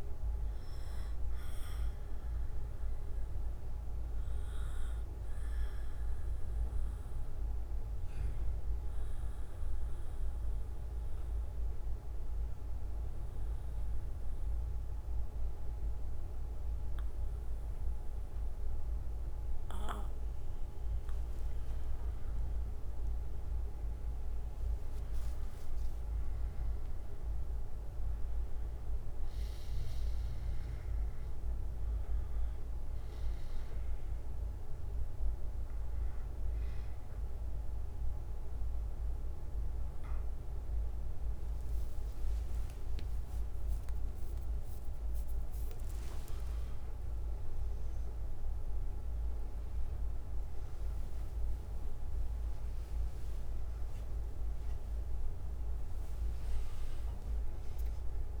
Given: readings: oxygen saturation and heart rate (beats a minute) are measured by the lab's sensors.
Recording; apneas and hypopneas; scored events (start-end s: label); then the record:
breathing in sleep, hard to hear, by a room microphone; 2
0.00-12.00 s: bradycardia (device-marked, heart rate 49 extreme)
0.00-21.00 s: oxygen desaturation (device-marked, oxygen 94% lowest, heart rate 50 extreme)
4.00-20.50 s: obstructive apnea (oxygen 99% before, 93% lowest, heart rate 63 before, 53 extreme, up 25 after)
14.00-18.00 s: bradycardia (device-marked, heart rate 60 before, 57 extreme)
23.50-27.50 s: arousal
33.50-43.50 s: hypopnea (oxygen 97% before, 93% lowest, heart rate 64 before, 55 extreme, up 24 after)
35.00-40.00 s: bradycardia (device-marked, heart rate 61 before, 55 extreme)
44.00-58.40 s: new sleep stage, awake
48.00-58.40 s: oxygen desaturation (device-marked, oxygen 96% before, 93% lowest, heart rate 64 before, 46 extreme)
From the record:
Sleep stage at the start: N2 (light sleep); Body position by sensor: on the back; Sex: male